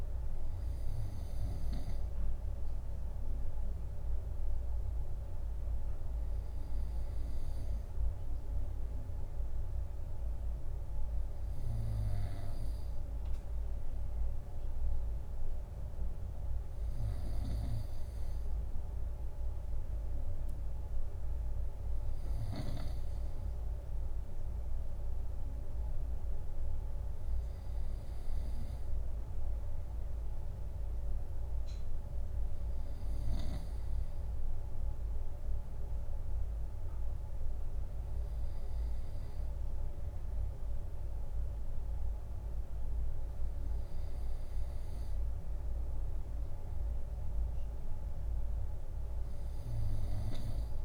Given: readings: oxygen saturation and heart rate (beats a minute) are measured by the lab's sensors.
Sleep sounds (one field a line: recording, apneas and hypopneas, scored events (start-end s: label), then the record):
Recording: breathing in sleep, hard to hear, by a room microphone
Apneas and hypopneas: none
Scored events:
17.50-23.00 s: snoring (device-marked)
From the record:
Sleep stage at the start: N2 (light sleep)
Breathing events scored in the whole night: 223 in 6.4 hours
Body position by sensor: on the right side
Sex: male